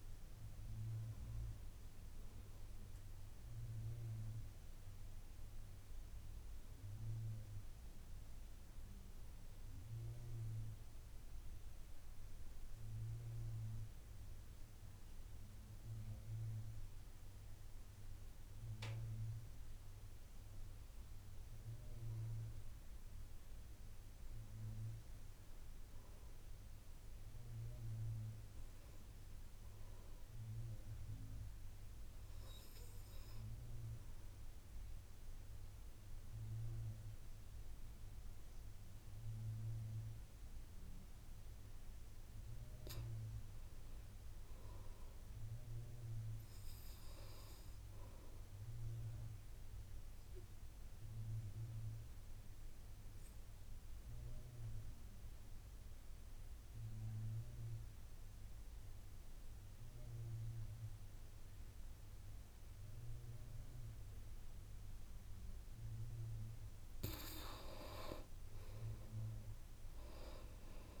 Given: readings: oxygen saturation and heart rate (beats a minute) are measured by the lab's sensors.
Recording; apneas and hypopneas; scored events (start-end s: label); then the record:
breathing in sleep by a room microphone; 2
5.50-22.00 s: hypopnea (oxygen 99% before, 89% lowest, heart rate 63 before, 57 extreme, up 4 after)
23.00-26.50 s: arousal
29.50-30.50 s: oxygen desaturation (device-marked, oxygen 98% before, 96% lowest, heart rate 59 before, 59 extreme)
50.00-66.00 s: obstructive apnea (oxygen 98% before, 85% lowest, heart rate 60 before, 58 extreme, up 6 after)
69.00-71.00 s: arousal
From the record:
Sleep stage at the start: N2 (light sleep); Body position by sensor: on the back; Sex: male